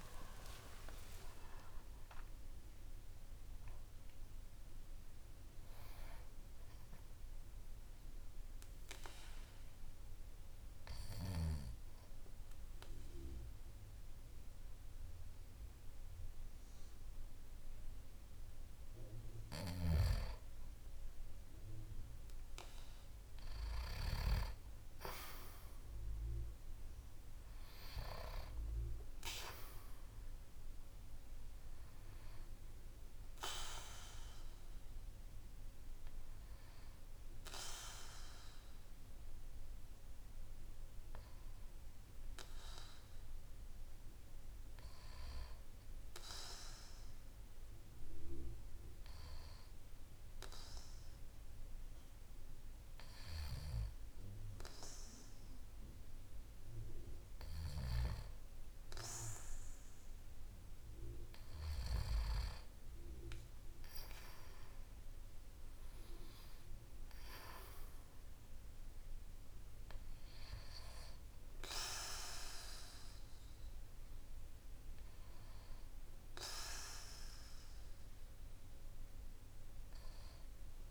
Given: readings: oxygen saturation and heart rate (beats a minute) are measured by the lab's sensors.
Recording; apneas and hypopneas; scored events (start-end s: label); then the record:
breathing in sleep by a room microphone; 1
0.00-1.00 s: arousal
47.00-58.00 s: hypopnea (oxygen 96% before, 94% lowest, heart rate 53 before, 47 extreme, up 5 after)
59.00-63.00 s: arousal
From the record:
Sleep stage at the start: N2 (light sleep); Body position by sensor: on the back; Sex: male